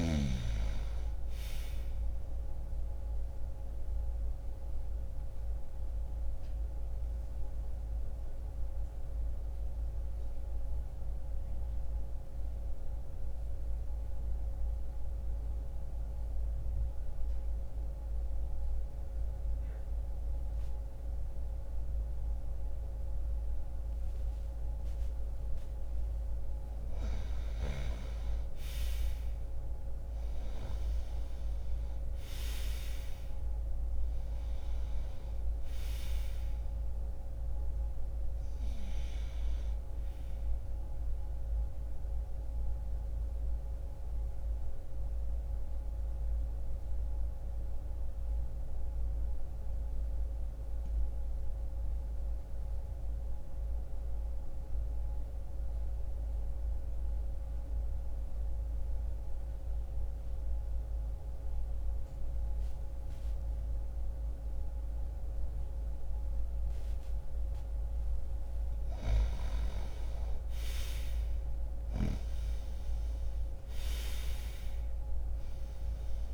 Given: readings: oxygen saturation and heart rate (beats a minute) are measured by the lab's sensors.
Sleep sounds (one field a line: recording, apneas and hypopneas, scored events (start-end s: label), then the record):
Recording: breathing in sleep, hard to hear, by a room microphone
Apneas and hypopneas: 2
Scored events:
0.00-8.00 s: oxygen desaturation (device-marked, oxygen 93% lowest, heart rate 59 extreme)
2.50-25.50 s: obstructive apnea (oxygen 97% before, 88% lowest, heart rate 60 before, 59 extreme, up 1 after)
10.00-25.00 s: oxygen desaturation (device-marked, oxygen 94% before, 89% lowest, heart rate 60 before, 59 extreme)
20.00-76.34 s: new sleep stage, REM sleep
27.00-32.00 s: arousal
37.00-63.00 s: oxygen desaturation (device-marked, oxygen 97% before, 88% lowest, heart rate 60 before, 60 extreme)
41.00-67.50 s: mixed apnea (oxygen 97% before, 87% lowest, heart rate 60 before, 60 extreme, up 0 after)
68.00-76.34 s: oxygen desaturation (device-marked, oxygen 98% before, 87% lowest, heart rate 60 before, 60 extreme)
69.00-73.50 s: arousal
From the record:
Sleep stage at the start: N2 (light sleep)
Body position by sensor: on the back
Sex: male